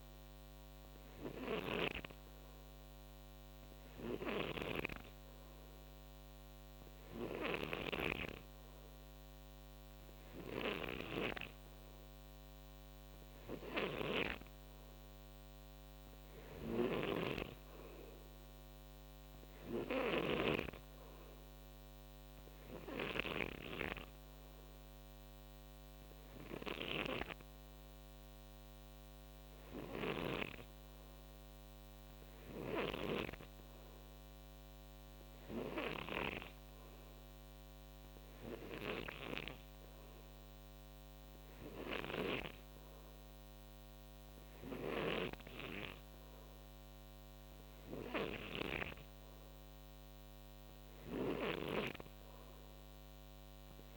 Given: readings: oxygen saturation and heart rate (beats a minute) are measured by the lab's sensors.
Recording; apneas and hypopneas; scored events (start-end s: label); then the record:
breathing in sleep by a microphone on the trachea; none
0.00-14.00 s: snoring (device-marked)
16.00-23.00 s: snoring (device-marked)
41.50-53.97 s: snoring (device-marked)
From the record:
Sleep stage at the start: N3 (deep sleep); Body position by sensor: on the right side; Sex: male